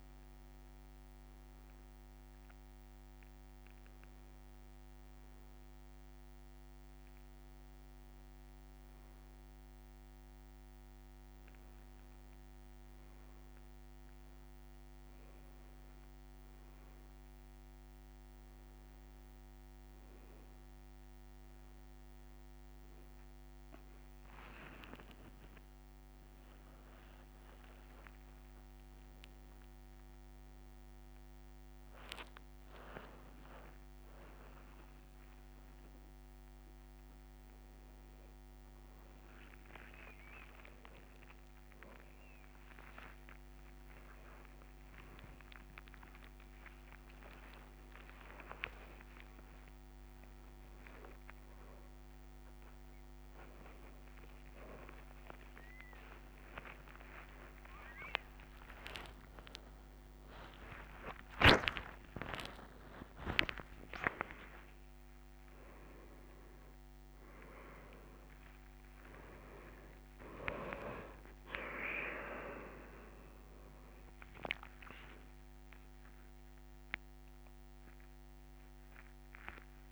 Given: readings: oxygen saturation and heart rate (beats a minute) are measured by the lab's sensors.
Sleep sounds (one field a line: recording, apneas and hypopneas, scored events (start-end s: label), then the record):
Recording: a person awake in a sleep study, by a microphone on the trachea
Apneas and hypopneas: none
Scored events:
3.50-5.50 s: leg movement (device-marked)
11.00-14.50 s: leg movement (device-marked)
15.50-18.00 s: leg movement (device-marked)
20.00-21.50 s: leg movement (device-marked)
23.00-27.00 s: leg movement (device-marked)
27.50-32.50 s: leg movement (device-marked)
34.50-42.00 s: leg movement (device-marked)
46.50-52.50 s: leg movement (device-marked)
53.50-64.00 s: leg movement (device-marked)
70.50-71.50 s: leg movement (device-marked)
76.50-79.92 s: leg movement (device-marked)
From the record:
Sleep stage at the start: awake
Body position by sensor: upright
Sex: male